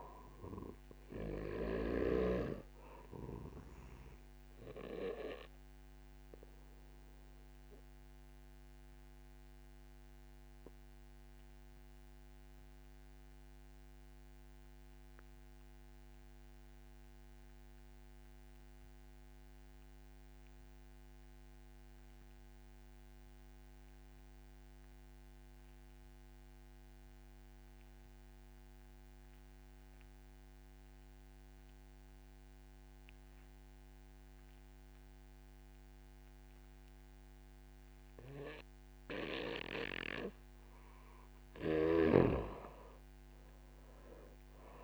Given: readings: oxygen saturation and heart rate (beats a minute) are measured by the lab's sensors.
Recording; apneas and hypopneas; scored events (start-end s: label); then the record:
breathing in sleep by a microphone on the trachea; 1
0.00-18.50 s: oxygen desaturation (device-marked, oxygen 88% lowest, heart rate 39 extreme)
6.00-39.50 s: obstructive apnea (oxygen 98% before, 85% lowest, heart rate 56 before, 46 extreme, up 3 after)
36.50-44.84 s: oxygen desaturation (device-marked, oxygen 95% before, 85% lowest, heart rate 64 before, 57 extreme)
42.00-44.84 s: arousal
From the record:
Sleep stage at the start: N2 (light sleep); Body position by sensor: on the back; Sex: male